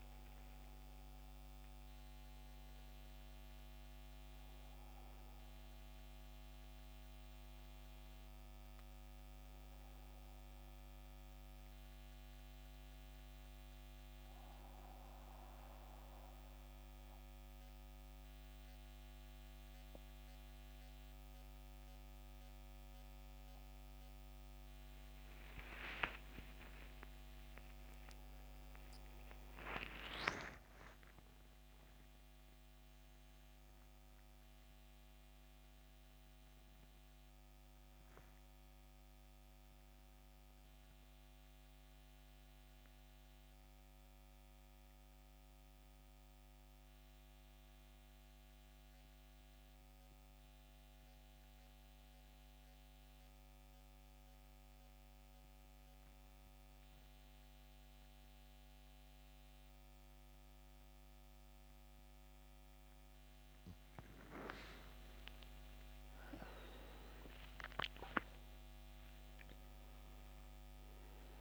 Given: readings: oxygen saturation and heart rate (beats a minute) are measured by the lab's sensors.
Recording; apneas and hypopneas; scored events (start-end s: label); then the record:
breathing in sleep by a microphone on the trachea; 2
0.00-15.00 s: oxygen desaturation (device-marked, oxygen 89% lowest, heart rate 67 extreme)
13.50-23.50 s: mixed apnea (oxygen 94% before, 89% lowest, heart rate 73 before, 67 extreme, up 7 after)
25.50-29.00 s: arousal
41.00-57.00 s: oxygen desaturation (device-marked, oxygen 92% before, 89% lowest, heart rate 72 before, 64 extreme)
46.00-61.50 s: central apnea (oxygen 95% before, 87% lowest, heart rate 73 before, 64 extreme, up 16 after)
64.00-67.50 s: arousal
From the record:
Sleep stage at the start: N2 (light sleep); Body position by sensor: on the back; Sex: male